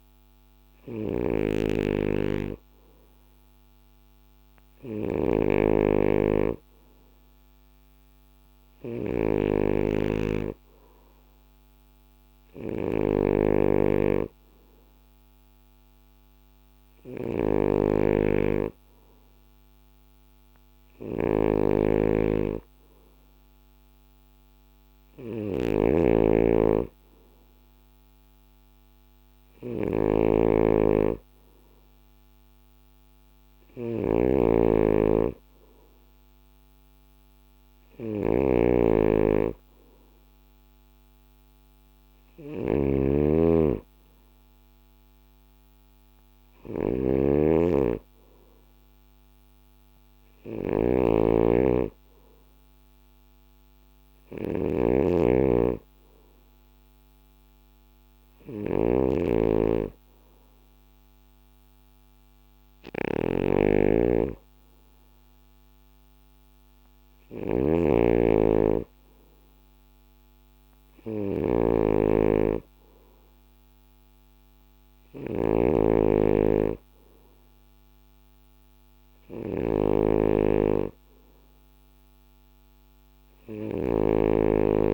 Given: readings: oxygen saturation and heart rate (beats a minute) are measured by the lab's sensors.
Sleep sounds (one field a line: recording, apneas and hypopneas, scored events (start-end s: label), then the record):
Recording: breathing in sleep by a microphone on the trachea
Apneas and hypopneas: none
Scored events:
0.00-84.94 s: snoring (device-marked)
From the record:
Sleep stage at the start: N2 (light sleep)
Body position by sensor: on the back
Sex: male